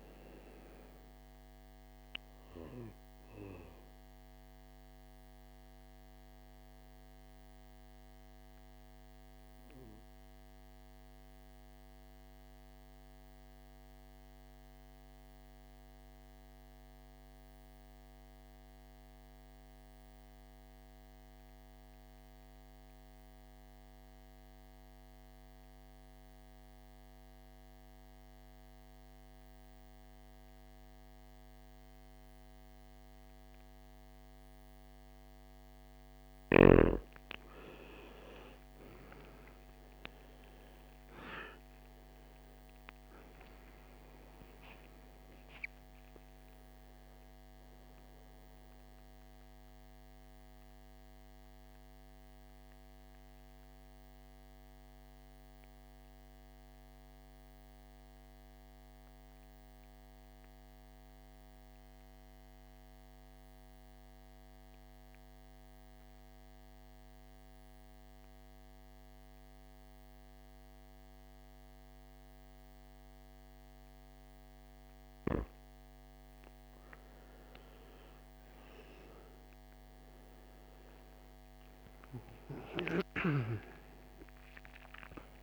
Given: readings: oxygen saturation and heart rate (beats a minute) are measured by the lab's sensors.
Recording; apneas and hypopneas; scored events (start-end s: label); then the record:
breathing in sleep by a microphone on the trachea; 2
0.00-17.00 s: oxygen desaturation (device-marked, oxygen 84% lowest, heart rate 55 extreme)
13.00-37.00 s: mixed apnea (oxygen 99% before, 80% lowest, heart rate 62 before, 52 extreme, up 17 after)
28.00-65.00 s: oxygen desaturation (device-marked, oxygen 98% before, 80% lowest, heart rate 57 before, 52 extreme)
38.50-43.50 s: arousal
49.00-74.50 s: mixed apnea (oxygen 98% before, 80% lowest, heart rate 67 before, 52 extreme, up 18 after)
78.00-82.50 s: arousal
79.00-85.43 s: oxygen desaturation (device-marked, oxygen 99% before, 85% lowest, heart rate 54 before, 52 extreme)
From the record:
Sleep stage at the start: N2 (light sleep); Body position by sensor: on the back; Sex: male